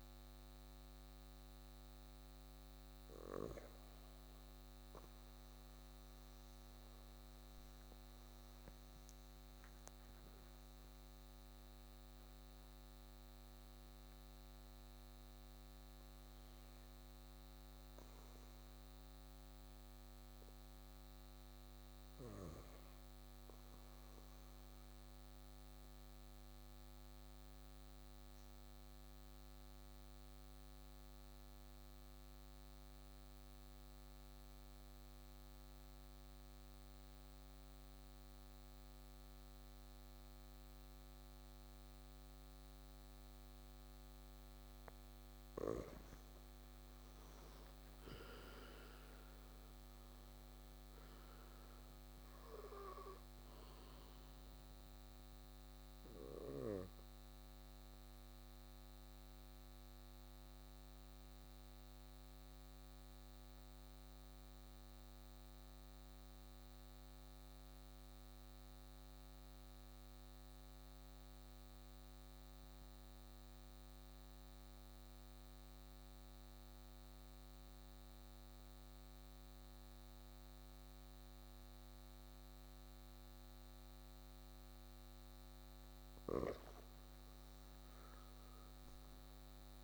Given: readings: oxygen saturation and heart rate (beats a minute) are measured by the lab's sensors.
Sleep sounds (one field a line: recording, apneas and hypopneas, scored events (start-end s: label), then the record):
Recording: breathing in sleep by a microphone on the trachea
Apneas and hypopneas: 2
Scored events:
26.50-45.50 s: obstructive apnea (oxygen 97% before, 90% lowest, heart rate 64 before, 57 extreme, up 8 after)
45.00-63.00 s: oxygen desaturation (device-marked, oxygen 97% before, 90% lowest, heart rate 60 before, 57 extreme)
48.00-52.00 s: arousal
58.50-85.50 s: mixed apnea (oxygen 97% before, 90% lowest, heart rate 62 before, 57 extreme, up 8 after)
87.00-89.84 s: arousal
88.00-89.84 s: oxygen desaturation (device-marked, oxygen 99% before, 91% lowest, heart rate 60 before, 58 extreme)
From the record:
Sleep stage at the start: N2 (light sleep)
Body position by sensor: on the right side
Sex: male